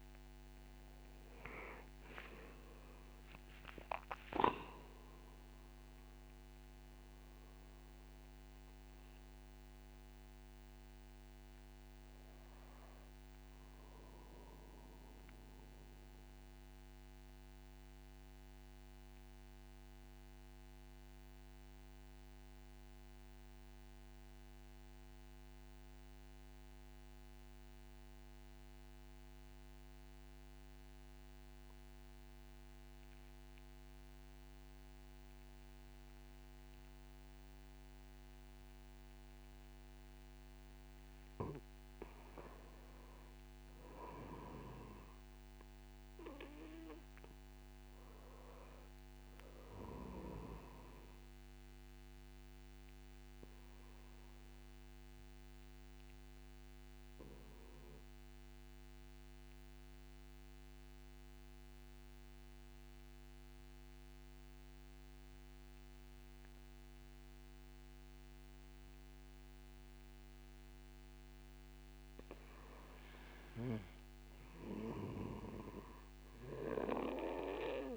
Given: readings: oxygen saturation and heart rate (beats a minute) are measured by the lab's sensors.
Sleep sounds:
breathing in sleep by a microphone on the trachea; 2
0.00-29.50 s: oxygen desaturation (device-marked, oxygen 84% lowest, heart rate 49 extreme)
3.50-8.00 s: arousal
15.00-41.00 s: obstructive apnea (oxygen 94% before, 84% lowest, heart rate 62 before, 50 extreme, up 1 after)
42.50-68.50 s: oxygen desaturation (device-marked, oxygen 98% before, 88% lowest, heart rate 67 before, 50 extreme)
43.50-46.00 s: arousal
54.00-70.50 s: obstructive apnea (oxygen 99% before, 85% lowest, heart rate 64 before, 53 extreme, up 3 after)
72.50-75.50 s: arousal
74.50-77.97 s: oxygen desaturation (device-marked, oxygen 97% before, 90% lowest)
From the record:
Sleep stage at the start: N2 (light sleep); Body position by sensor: on the back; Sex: male

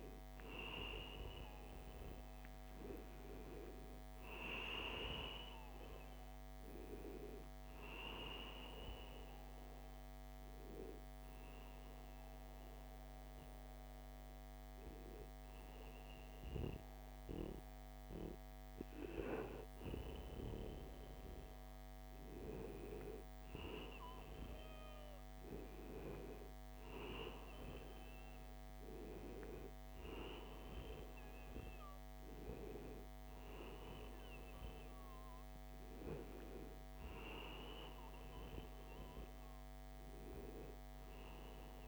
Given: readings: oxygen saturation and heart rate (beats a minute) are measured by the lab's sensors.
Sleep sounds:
breathing in sleep by a microphone on the trachea; 1
8.50-21.00 s: hypopnea (oxygen 95% before, 91% lowest, heart rate 79 before, 75 extreme, up 0 after)
23.50-27.50 s: arousal
24.50-39.50 s: oxygen desaturation (device-marked, oxygen 95% before, 91% lowest, heart rate 78 before, 76 extreme)
From the record:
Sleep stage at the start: N1 (lightest sleep); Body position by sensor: on the right side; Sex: male

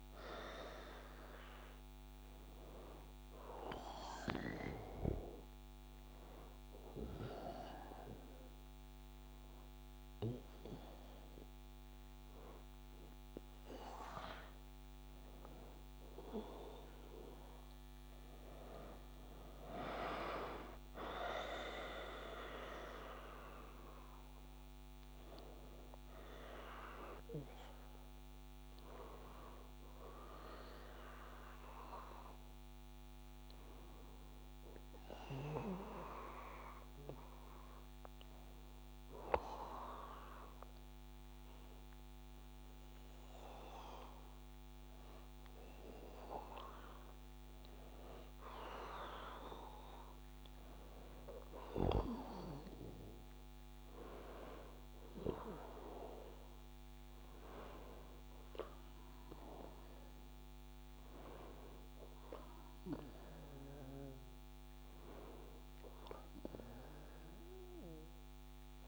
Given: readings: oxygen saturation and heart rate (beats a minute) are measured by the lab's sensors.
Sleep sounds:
breathing in sleep by a microphone on the trachea; 1
22.00-27.00 s: arousal
23.50-68.88 s: new sleep stage, N2 (light sleep)
35.50-48.00 s: obstructive apnea (oxygen 95% before, 93% lowest, heart rate 65 before, 61 extreme, up 0 after)
54.00-59.50 s: arousal
From the record:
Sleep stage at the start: N1 (lightest sleep); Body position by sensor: on the back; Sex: male

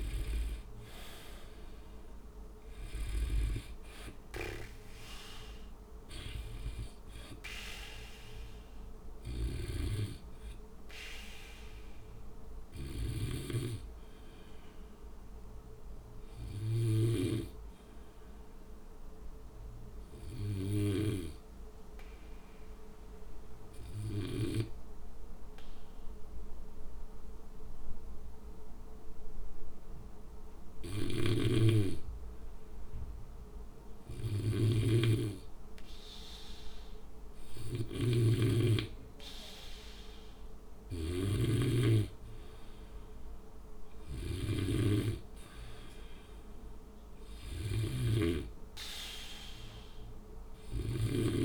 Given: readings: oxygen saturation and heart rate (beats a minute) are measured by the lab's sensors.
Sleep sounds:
breathing in sleep by a room microphone; 1
0.00-26.50 s: oxygen desaturation (device-marked, oxygen 92% lowest, heart rate 56 extreme)
18.00-30.50 s: obstructive apnea (oxygen 97% before, 92% lowest, heart rate 62 before, 58 extreme, up 5 after)
30.50-34.00 s: arousal
40.50-44.50 s: snoring (device-marked)
From the record:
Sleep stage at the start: N2 (light sleep); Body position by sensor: on the back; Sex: male

